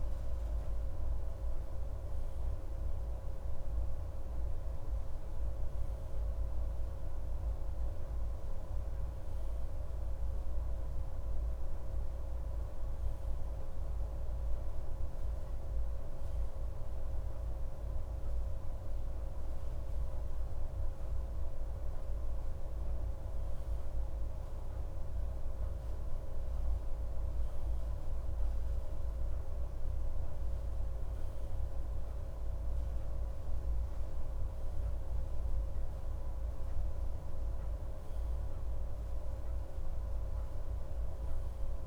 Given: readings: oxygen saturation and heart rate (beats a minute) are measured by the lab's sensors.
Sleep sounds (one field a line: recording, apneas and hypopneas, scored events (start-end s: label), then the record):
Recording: breathing in sleep, hard to hear, by a room microphone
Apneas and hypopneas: none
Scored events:
none scored
From the record:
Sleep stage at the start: N2 (light sleep)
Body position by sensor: on the right side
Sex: male